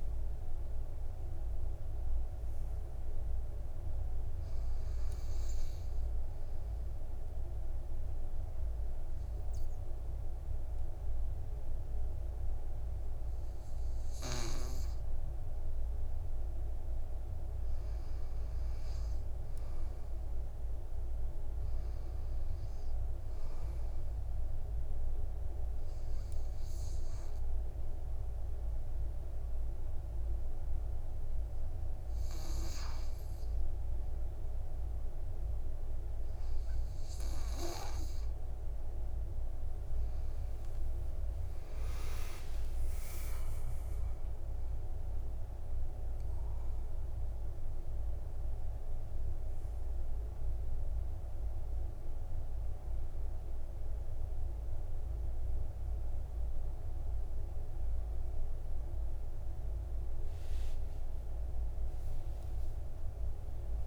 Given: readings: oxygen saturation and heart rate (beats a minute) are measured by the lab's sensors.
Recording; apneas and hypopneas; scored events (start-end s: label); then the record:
breathing in sleep, hard to hear, by a room microphone; 2
0.00-2.00 s: long interval between heartbeats (device-marked, heart rate 58 before, 77 extreme)
2.50-23.50 s: oxygen desaturation (device-marked, oxygen 97% before, 92% lowest, heart rate 62 before, 53 extreme)
5.50-17.00 s: obstructive apnea (oxygen 97% before, 92% lowest, heart rate 65 before, 55 extreme, up 11 after)
19.50-23.00 s: arousal
26.00-38.50 s: obstructive apnea (oxygen 99% before, 94% lowest, heart rate 59 before, 56 extreme, up 16 after)
42.50-47.00 s: arousal
42.50-55.50 s: oxygen desaturation (device-marked, oxygen 98% before, 95% lowest, heart rate 60 before, 55 extreme)
From the record:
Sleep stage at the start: N2 (light sleep); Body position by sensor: on the back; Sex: male